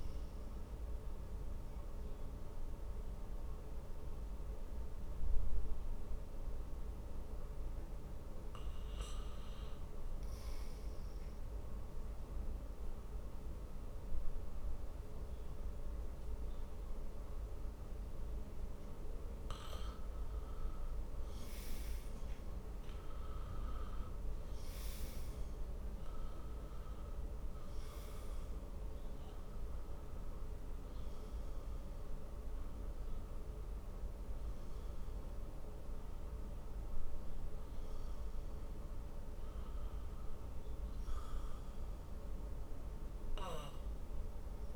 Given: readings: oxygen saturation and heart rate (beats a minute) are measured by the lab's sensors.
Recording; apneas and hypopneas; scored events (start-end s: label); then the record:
breathing in sleep, hard to hear, by a room microphone; 1
11.00-21.50 s: obstructive apnea (oxygen 96% before, 92% lowest, heart rate 57 before, 52 extreme, up 8 after)
25.00-31.00 s: arousal
From the record:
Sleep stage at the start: N2 (light sleep); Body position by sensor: on the back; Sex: male